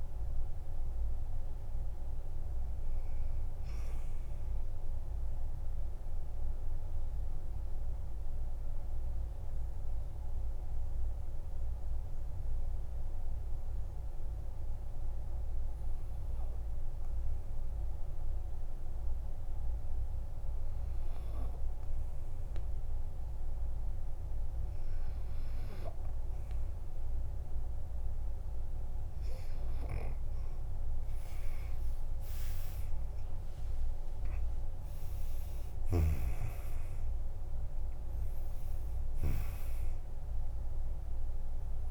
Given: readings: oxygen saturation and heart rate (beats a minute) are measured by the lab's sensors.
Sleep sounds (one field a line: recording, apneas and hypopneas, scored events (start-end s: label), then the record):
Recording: breathing in sleep, hard to hear, by a room microphone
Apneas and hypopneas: 1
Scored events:
0.00-20.50 s: oxygen desaturation (device-marked, oxygen 91% lowest, heart rate 45 extreme)
5.00-27.00 s: obstructive apnea (oxygen 98% before, 91% lowest, heart rate 63 before, 45 extreme, up 14 after)
31.50-35.50 s: arousal
35.50-41.91 s: oxygen desaturation (device-marked, oxygen 98% before, 94% lowest, heart rate 51 before, 47 extreme)
From the record:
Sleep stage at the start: N2 (light sleep)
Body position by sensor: on the back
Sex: male